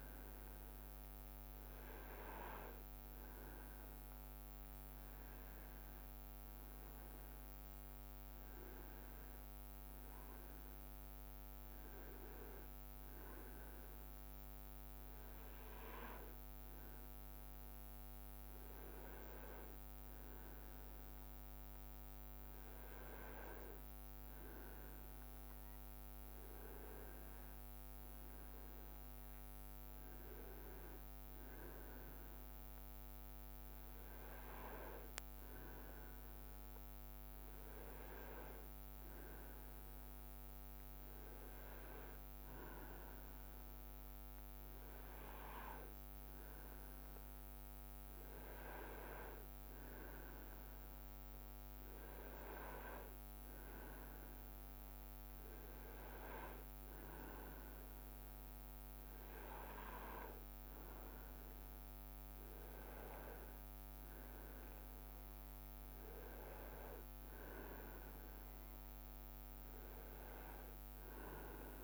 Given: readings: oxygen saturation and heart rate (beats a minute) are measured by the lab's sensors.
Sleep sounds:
breathing in sleep by a microphone on the trachea; none
none scored
From the record:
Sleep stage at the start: N2 (light sleep); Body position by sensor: on the right side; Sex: male

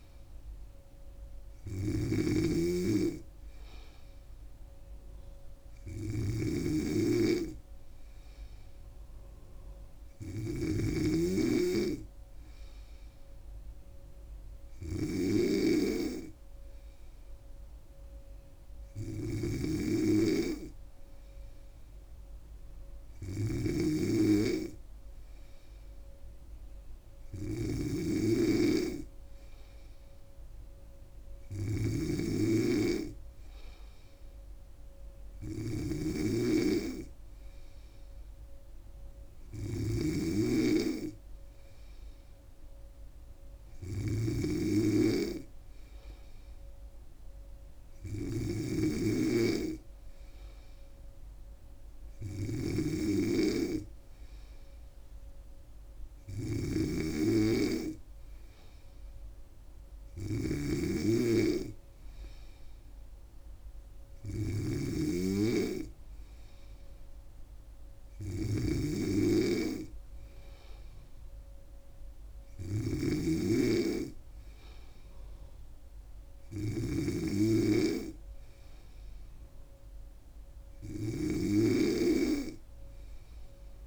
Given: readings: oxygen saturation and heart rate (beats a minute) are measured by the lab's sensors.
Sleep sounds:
breathing in sleep by a room microphone; none
0.00-83.87 s: snoring (device-marked)
From the record:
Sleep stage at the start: N3 (deep sleep); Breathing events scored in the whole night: 179 in 5.8 hours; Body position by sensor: on the back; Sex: female

